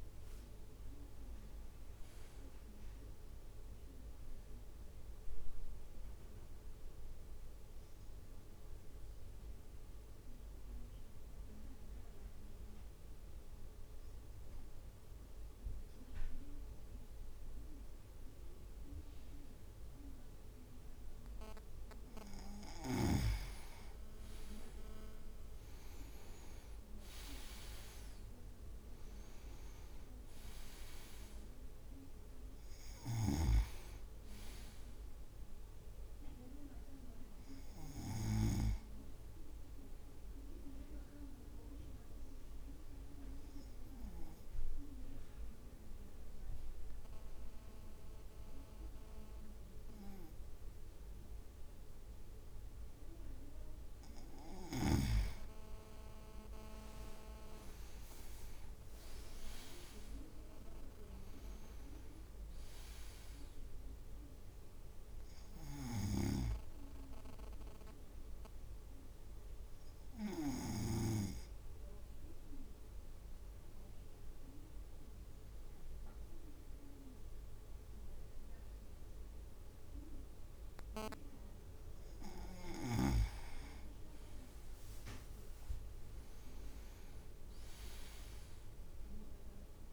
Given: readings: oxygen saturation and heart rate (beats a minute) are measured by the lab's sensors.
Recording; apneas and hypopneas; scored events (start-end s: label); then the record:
breathing in sleep by a room microphone; 3
0.00-3.50 s: leg movement (device-marked)
4.00-22.50 s: obstructive apnea (oxygen 98% before, 95% lowest, heart rate 59 before, 51 extreme, up 6 after)
24.00-26.00 s: leg movement (device-marked)
25.00-28.00 s: arousal
27.50-38.50 s: drop in pulse transit time (device-marked, heart rate 54 before, 52 extreme)
33.00-39.00 s: snoring (device-marked)
41.00-54.00 s: obstructive apnea (oxygen 99% before, 95% lowest, heart rate 54 before, 52 extreme, up 9 after)
56.50-60.00 s: leg movement (device-marked)
57.00-60.50 s: arousal
57.50-71.50 s: drop in pulse transit time (device-marked, heart rate 54 before, 54 extreme)
67.50-81.50 s: obstructive apnea (oxygen 98% before, 97% lowest, heart rate 57 before, 50 extreme, up 5 after)
84.50-86.00 s: leg movement (device-marked)
86.50-89.93 s: drop in pulse transit time (device-marked, heart rate 55 before, 50 extreme)
87.00-89.93 s: arousal
From the record:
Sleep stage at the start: N2 (light sleep); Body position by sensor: on the right side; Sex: male